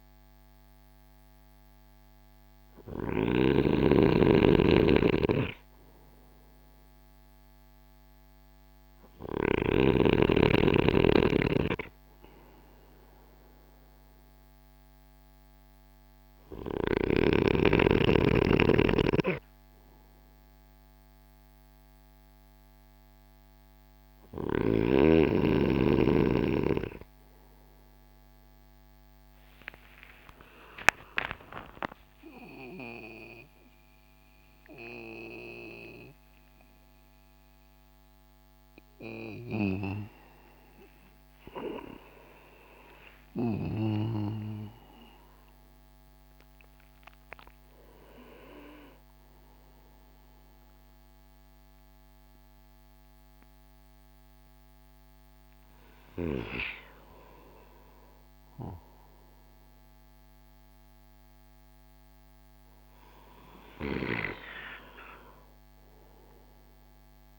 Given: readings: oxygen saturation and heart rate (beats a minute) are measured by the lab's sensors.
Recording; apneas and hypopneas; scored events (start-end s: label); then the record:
breathing in sleep by a microphone on the trachea; none
14.00-67.39 s: new sleep stage, N2 (light sleep)
18.00-24.00 s: snoring (device-marked)
29.00-34.50 s: arousal
From the record:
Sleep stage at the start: N3 (deep sleep); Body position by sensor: on the right side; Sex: male